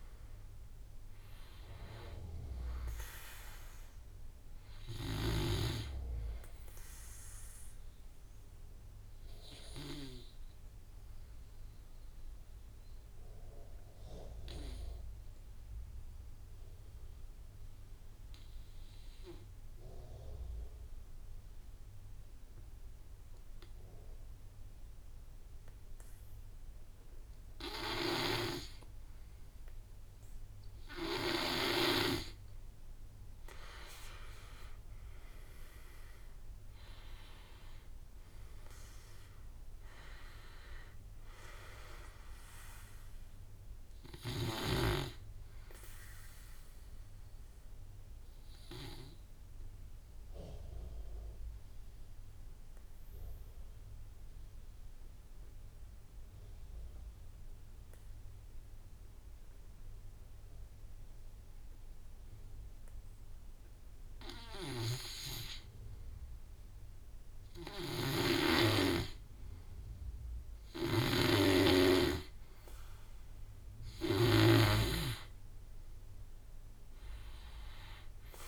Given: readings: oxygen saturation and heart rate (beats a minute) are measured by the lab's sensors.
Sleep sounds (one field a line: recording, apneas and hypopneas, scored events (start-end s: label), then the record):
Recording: breathing in sleep by a room microphone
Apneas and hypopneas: 2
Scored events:
0.00-12.00 s: oxygen desaturation (device-marked, oxygen 88% lowest, heart rate 49 extreme)
0.00-21.00 s: drop in pulse transit time (device-marked, heart rate 49 extreme)
7.50-29.00 s: obstructive apnea (oxygen 98% before, 88% lowest, heart rate 57 before, 46 extreme, up 15 after)
23.00-49.00 s: oxygen desaturation (device-marked, oxygen 98% before, 88% lowest, heart rate 55 before, 46 extreme)
33.00-37.50 s: arousal
35.00-48.00 s: drop in pulse transit time (device-marked, heart rate 56 before, 49 extreme)
47.50-63.50 s: obstructive apnea (oxygen 98% before, 88% lowest, heart rate 61 before, 46 extreme, up 9 after)
65.50-70.00 s: arousal
67.50-74.00 s: snoring (device-marked)
70.00-78.48 s: oxygen desaturation (device-marked, oxygen 99% before, 88% lowest, heart rate 51 before, 49 extreme)
From the record:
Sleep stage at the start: N2 (light sleep)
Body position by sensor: on the back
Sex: male